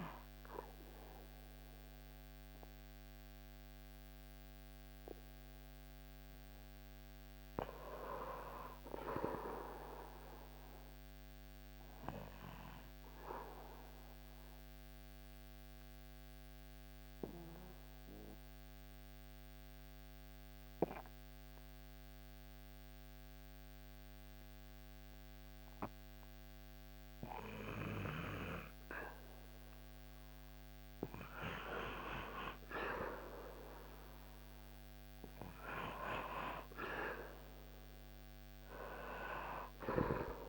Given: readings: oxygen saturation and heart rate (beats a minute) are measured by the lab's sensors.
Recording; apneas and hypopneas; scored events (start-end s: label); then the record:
breathing in sleep by a microphone on the trachea; 1
8.50-21.50 s: oxygen desaturation (device-marked, oxygen 97% before, 91% lowest, heart rate 79 before, 72 extreme)
12.00-28.00 s: obstructive apnea (oxygen 97% before, 91% lowest, heart rate 80 before, 69 extreme, up 3 after)
30.00-35.50 s: arousal
From the record:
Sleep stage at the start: N1 (lightest sleep); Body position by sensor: on the back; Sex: male